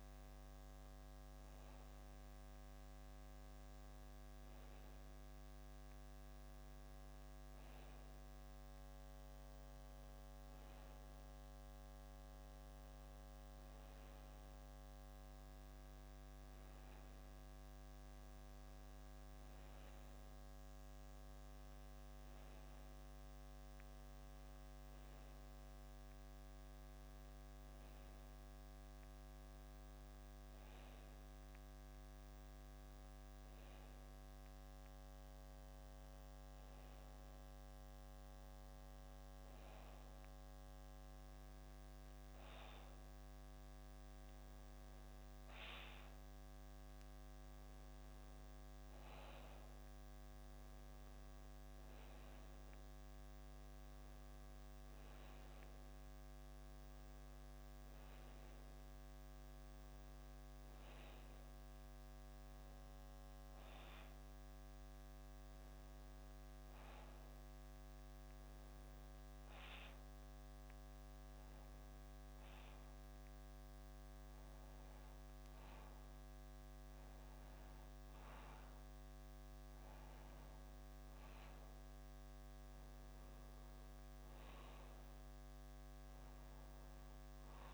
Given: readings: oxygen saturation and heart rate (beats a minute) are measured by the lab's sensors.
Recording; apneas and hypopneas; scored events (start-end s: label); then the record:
breathing in sleep, hard to hear, by a microphone on the trachea; none
none scored
From the record:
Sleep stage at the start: N2 (light sleep); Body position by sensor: on the back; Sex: male